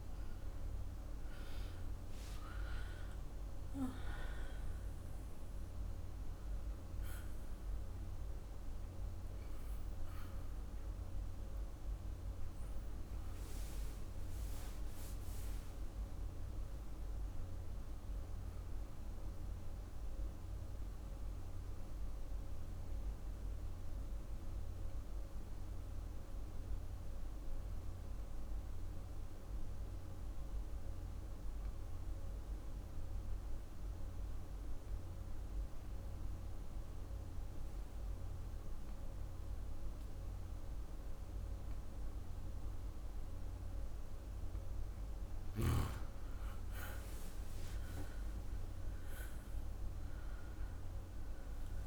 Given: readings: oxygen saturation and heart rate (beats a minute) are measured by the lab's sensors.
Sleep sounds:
breathing in sleep, hard to hear, by a room microphone; 1
0.00-4.00 s: arousal
0.00-36.50 s: oxygen desaturation (device-marked, oxygen 85% lowest)
17.00-44.50 s: obstructive apnea (oxygen 98% before, 85% lowest)
47.50-51.87 s: arousal
48.50-51.87 s: oxygen desaturation (device-marked, oxygen 99% before, 88% lowest)
From the record:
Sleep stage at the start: N2 (light sleep); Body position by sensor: on the back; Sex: female

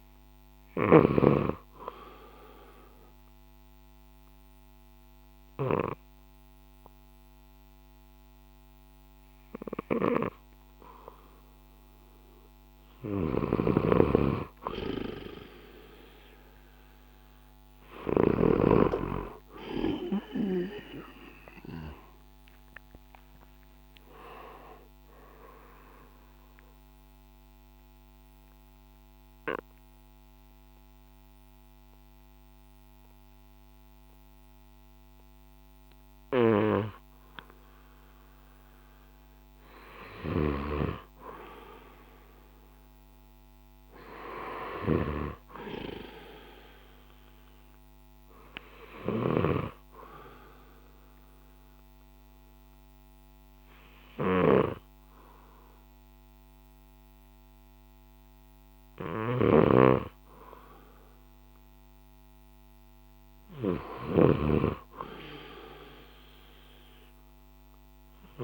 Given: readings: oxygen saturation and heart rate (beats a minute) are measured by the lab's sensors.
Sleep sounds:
breathing in sleep by a microphone on the trachea; 3
0.00-1.00 s: snoring (device-marked)
2.00-12.00 s: obstructive apnea (oxygen 95% before, 91% lowest, heart rate 58 before, 54 extreme, up 4 after)
13.00-18.50 s: snoring (device-marked)
16.50-22.00 s: arousal
19.50-31.50 s: drop in pulse transit time (device-marked, heart rate 59 before, 56 extreme)
26.00-39.00 s: obstructive apnea (oxygen 95% before, 91% lowest, heart rate 61 before, 54 extreme, up 9 after)
40.00-68.44 s: snoring (device-marked)
41.50-44.00 s: arousal
49.50-60.50 s: obstructive apnea (oxygen 94% before, 92% lowest, heart rate 59 before, 57 extreme, up 2 after)
59.50-68.44 s: oxygen desaturation (device-marked, oxygen 97% before, 93% lowest, heart rate 61 before, 57 extreme)
63.50-67.00 s: arousal
From the record:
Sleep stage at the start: N2 (light sleep); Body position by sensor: on the left side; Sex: male

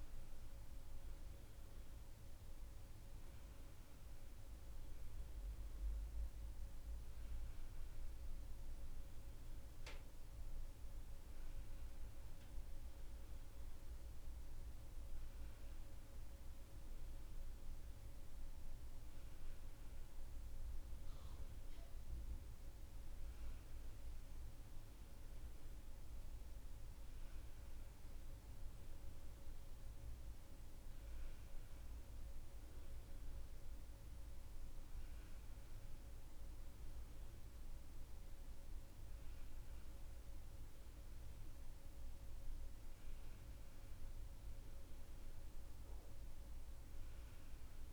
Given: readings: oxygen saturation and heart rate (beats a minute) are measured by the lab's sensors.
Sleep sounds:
breathing in sleep, hard to hear, by a room microphone; none
none scored
From the record:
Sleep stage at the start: N1 (lightest sleep); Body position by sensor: on the back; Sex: female

